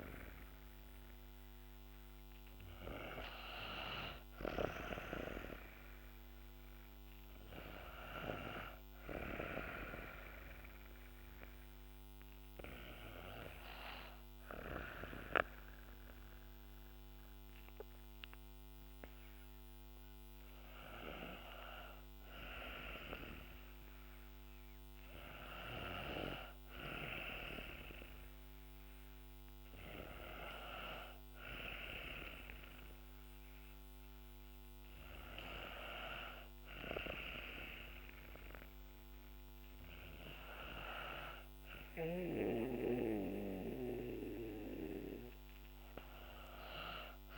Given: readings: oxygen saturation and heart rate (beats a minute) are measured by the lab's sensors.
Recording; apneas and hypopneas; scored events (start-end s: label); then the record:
breathing in sleep by a microphone on the trachea; none
6.00-17.00 s: oxygen desaturation (device-marked, oxygen 97% before, 94% lowest, heart rate 62 before, 60 extreme)
From the record:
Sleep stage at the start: N2 (light sleep); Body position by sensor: on the back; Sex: female